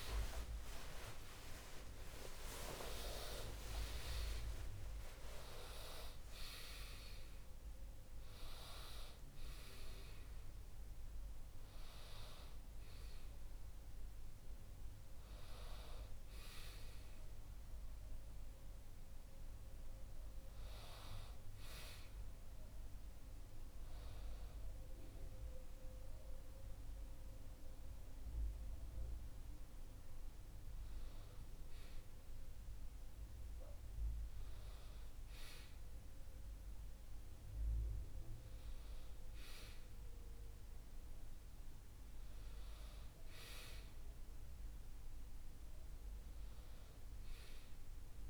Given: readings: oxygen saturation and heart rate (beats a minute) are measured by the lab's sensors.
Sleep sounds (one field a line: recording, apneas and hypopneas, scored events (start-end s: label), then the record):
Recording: breathing in sleep by a room microphone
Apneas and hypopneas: none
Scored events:
none scored
From the record:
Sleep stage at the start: N1 (lightest sleep)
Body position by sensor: on the back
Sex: male